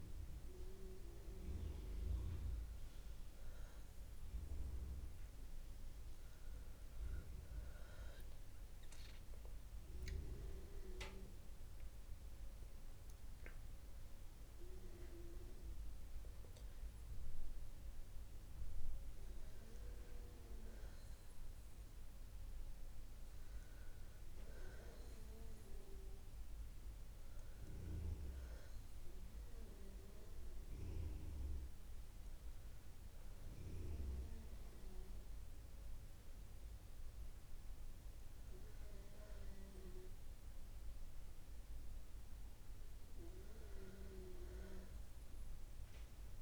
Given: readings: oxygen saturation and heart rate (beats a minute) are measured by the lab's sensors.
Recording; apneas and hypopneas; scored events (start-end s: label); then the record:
breathing in sleep by a room microphone; 1
9.00-19.00 s: mixed apnea (oxygen 99% before, 91% lowest, heart rate 60 before, 59 extreme, up 0 after)
13.50-22.50 s: oxygen desaturation (device-marked, oxygen 97% before, 92% lowest, heart rate 61 before, 59 extreme)
21.50-26.00 s: arousal
27.50-38.50 s: oxygen desaturation (device-marked, oxygen 97% before, 92% lowest, heart rate 63 before, 59 extreme)
From the record:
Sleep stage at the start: N2 (light sleep); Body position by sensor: on the back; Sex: female